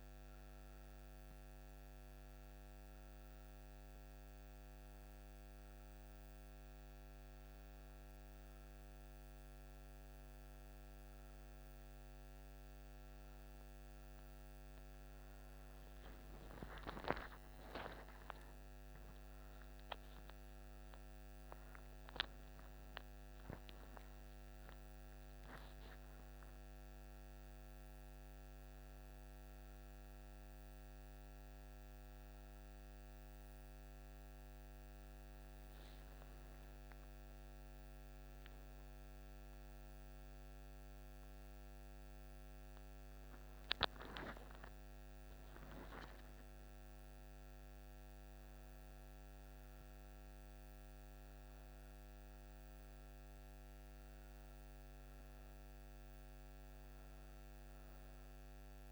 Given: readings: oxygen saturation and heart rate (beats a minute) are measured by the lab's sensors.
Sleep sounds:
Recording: a person awake in a sleep study, hard to hear, by a microphone on the trachea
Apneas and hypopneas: none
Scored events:
22.50-29.50 s: oxygen desaturation (device-marked, oxygen 99% before, 94% lowest)
49.50-58.92 s: new sleep stage, N1 (lightest sleep)
From the record:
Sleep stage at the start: awake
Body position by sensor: on the back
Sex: female

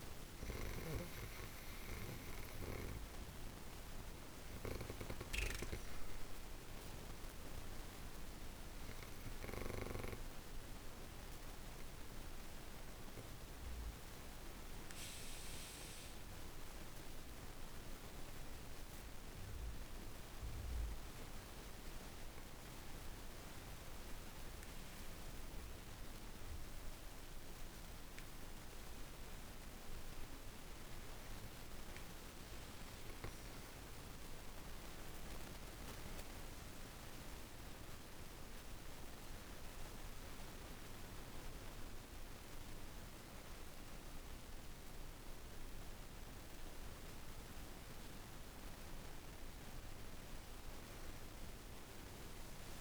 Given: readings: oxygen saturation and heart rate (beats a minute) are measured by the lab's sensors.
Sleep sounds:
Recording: breathing in sleep, hard to hear, by a room microphone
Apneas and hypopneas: 1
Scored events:
0.00-15.00 s: oxygen desaturation (device-marked, oxygen 91% lowest, heart rate 48 extreme)
13.00-31.00 s: obstructive apnea (oxygen 97% before, 94% lowest, heart rate 54 before, 49 extreme, up 3 after)
33.00-37.00 s: arousal
36.00-52.81 s: oxygen desaturation (device-marked, oxygen 98% before, 94% lowest, heart rate 51 before, 49 extreme)
41.00-52.81 s: new sleep stage, N1 (lightest sleep)
From the record:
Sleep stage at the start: N2 (light sleep)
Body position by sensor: on the back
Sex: female

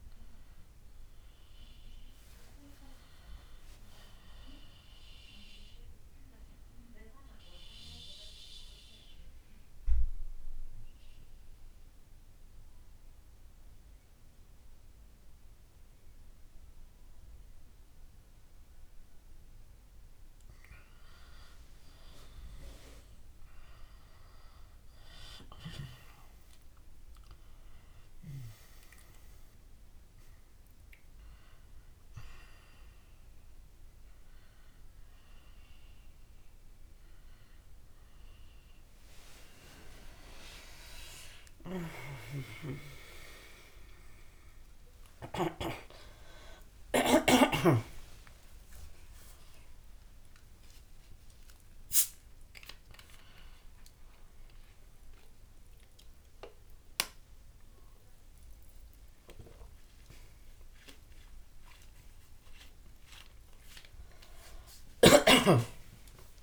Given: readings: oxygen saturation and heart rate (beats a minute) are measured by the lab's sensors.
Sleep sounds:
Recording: a person partly awake in a sleep study, by a room microphone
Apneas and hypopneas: 1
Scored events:
0.00-12.50 s: oxygen desaturation (device-marked, oxygen 92% lowest)
8.00-20.00 s: obstructive apnea (oxygen 97% before, 86% lowest)
35.50-63.50 s: oxygen desaturation (device-marked, oxygen 94% before, 86% lowest)
38.50-66.43 s: new sleep stage, awake
From the record:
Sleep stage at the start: N1 (lightest sleep)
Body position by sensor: on the back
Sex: female

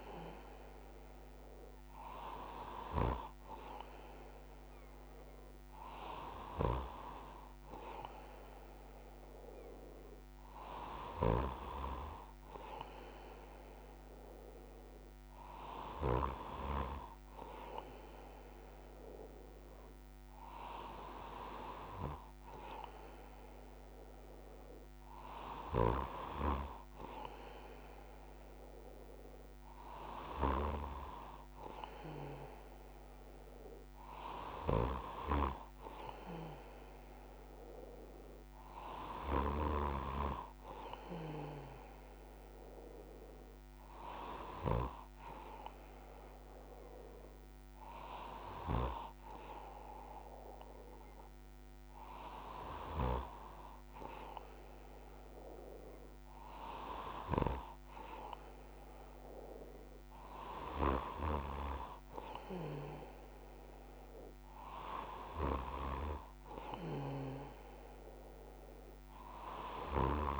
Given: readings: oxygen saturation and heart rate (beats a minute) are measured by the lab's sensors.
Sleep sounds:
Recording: breathing in sleep by a microphone on the trachea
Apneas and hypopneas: none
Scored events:
none scored
From the record:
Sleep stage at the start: N2 (light sleep)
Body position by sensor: on the left side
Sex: male

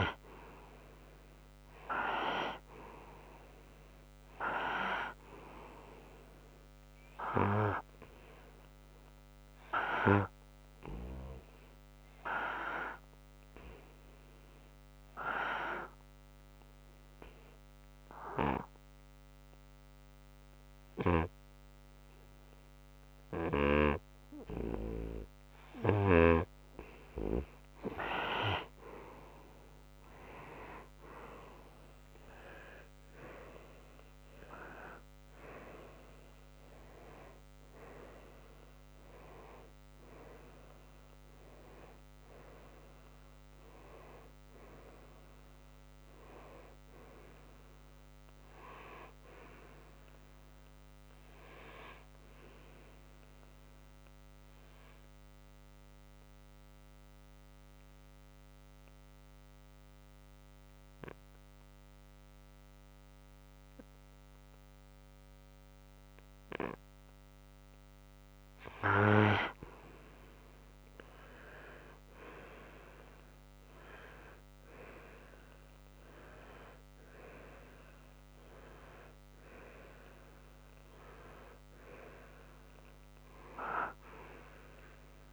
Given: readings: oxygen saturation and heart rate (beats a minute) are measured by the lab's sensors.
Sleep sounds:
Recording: breathing in sleep by a microphone on the trachea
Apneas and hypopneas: 2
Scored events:
1.50-18.50 s: oxygen desaturation (device-marked, oxygen 96% before, 92% lowest, heart rate 62 before, 63 extreme)
8.50-27.00 s: obstructive apnea (oxygen 96% before, 91% lowest, heart rate 64 before, 63 extreme, up 7 after)
28.50-33.00 s: arousal
52.00-67.50 s: obstructive apnea (oxygen 94% before, 91% lowest, heart rate 68 before, 59 extreme, up 5 after)
71.00-75.50 s: arousal
80.50-85.33 s: oxygen desaturation (device-marked, oxygen 96% before, 91% lowest, heart rate 62 before, 58 extreme)
From the record:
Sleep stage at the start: N2 (light sleep)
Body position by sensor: on the right side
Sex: male

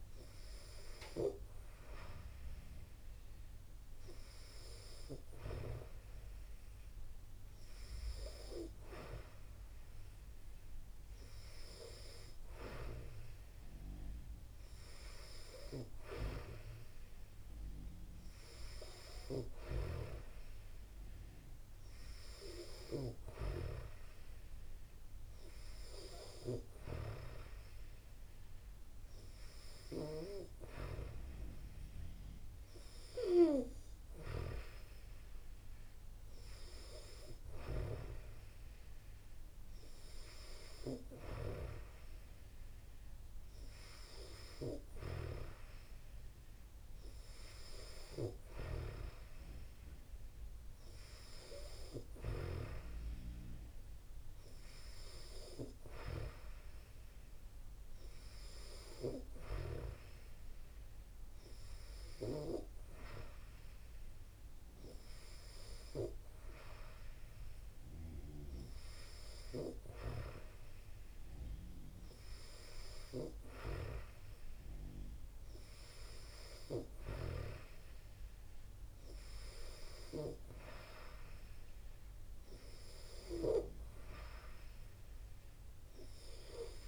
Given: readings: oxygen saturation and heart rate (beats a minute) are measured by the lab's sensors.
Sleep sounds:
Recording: breathing in sleep by a room microphone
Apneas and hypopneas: none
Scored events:
none scored
From the record:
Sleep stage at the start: N2 (light sleep)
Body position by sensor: on the back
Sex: female

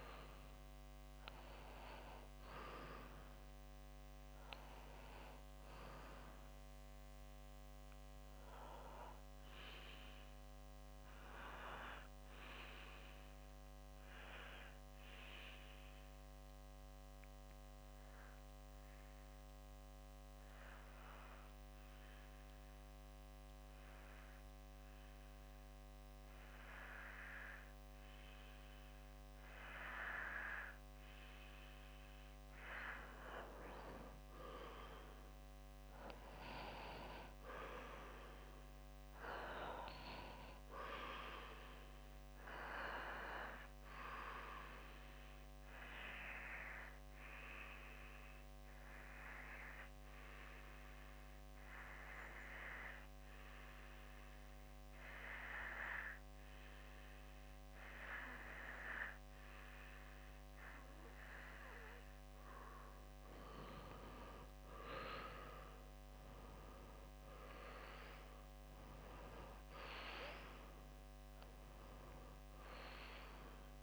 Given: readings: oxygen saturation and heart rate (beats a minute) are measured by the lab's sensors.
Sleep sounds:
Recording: breathing in sleep by a microphone on the trachea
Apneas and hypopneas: 2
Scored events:
0.00-34.00 s: oxygen desaturation (device-marked, oxygen 88% lowest, heart rate 61 extreme)
5.50-32.00 s: obstructive apnea (oxygen 96% before, 88% lowest, heart rate 68 before, 61 extreme, up 4 after)
34.50-38.50 s: arousal
46.00-61.50 s: obstructive apnea (oxygen 98% before, 92% lowest, heart rate 64 before, 61 extreme, up 8 after)
59.00-72.00 s: oxygen desaturation (device-marked, oxygen 96% before, 92% lowest, heart rate 63 before, 61 extreme)
64.50-68.00 s: arousal
From the record:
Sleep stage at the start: REM sleep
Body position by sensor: on the back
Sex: male

